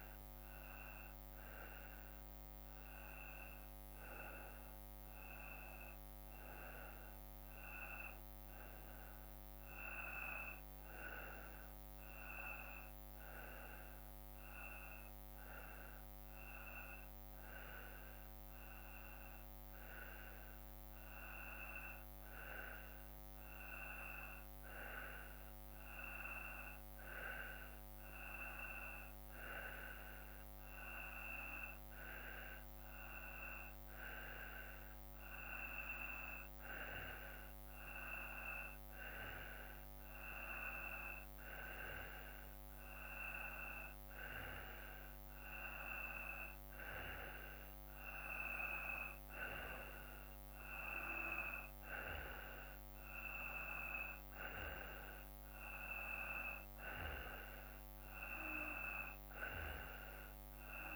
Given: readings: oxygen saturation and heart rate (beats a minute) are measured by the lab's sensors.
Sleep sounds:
breathing in sleep by a microphone on the trachea; none
0.00-2.50 s: oxygen desaturation (device-marked, oxygen 92% lowest, heart rate 54 extreme)
From the record:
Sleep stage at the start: N2 (light sleep); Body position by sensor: on the back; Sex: male

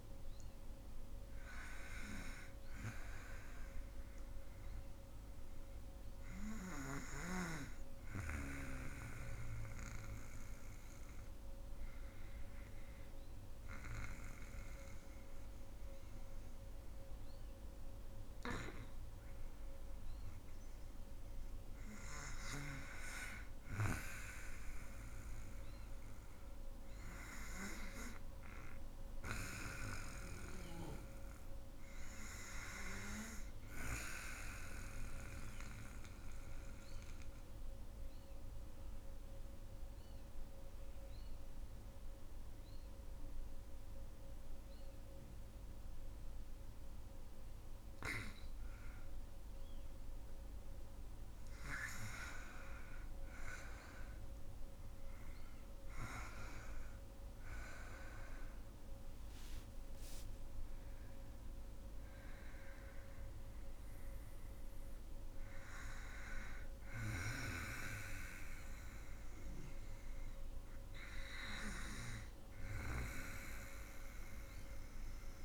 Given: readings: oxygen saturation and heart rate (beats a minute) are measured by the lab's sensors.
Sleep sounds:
breathing in sleep by a room microphone; 2
2.00-14.00 s: oxygen desaturation (device-marked, oxygen 99% before, 92% lowest, heart rate 60 before, 53 extreme)
8.50-21.00 s: obstructive apnea (oxygen 99% before, 86% lowest, heart rate 61 before, 49 extreme, up 6 after)
23.50-28.00 s: arousal
28.00-37.00 s: oxygen desaturation (device-marked, oxygen 98% before, 93% lowest, heart rate 56 before, 49 extreme)
36.00-49.00 s: obstructive apnea (oxygen 98% before, 86% lowest, heart rate 58 before, 49 extreme, up 14 after)
54.00-58.50 s: arousal
55.00-75.45 s: oxygen desaturation (device-marked, oxygen 95% before, 86% lowest, heart rate 54 before, 54 extreme)
From the record:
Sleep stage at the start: N2 (light sleep); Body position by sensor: on the back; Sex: female

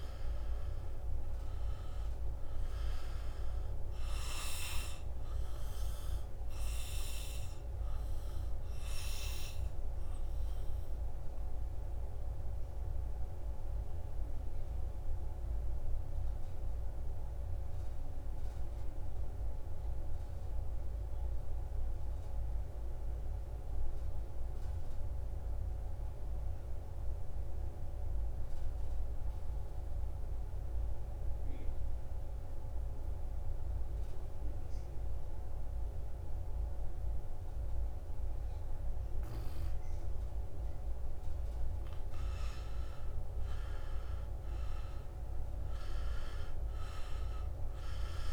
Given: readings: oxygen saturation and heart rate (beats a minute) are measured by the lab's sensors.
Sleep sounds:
breathing in sleep, hard to hear, by a room microphone; 1
0.00-13.50 s: oxygen desaturation (device-marked, oxygen 83% lowest, heart rate 63 extreme)
5.00-40.00 s: obstructive apnea (oxygen 96% before, 80% lowest, heart rate 70 before, 62 extreme, up 10 after)
29.50-48.32 s: oxygen desaturation (device-marked, oxygen 98% before, 81% lowest, heart rate 66 before, 62 extreme)
42.00-46.00 s: arousal
From the record:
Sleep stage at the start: N2 (light sleep); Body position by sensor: on the back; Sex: male

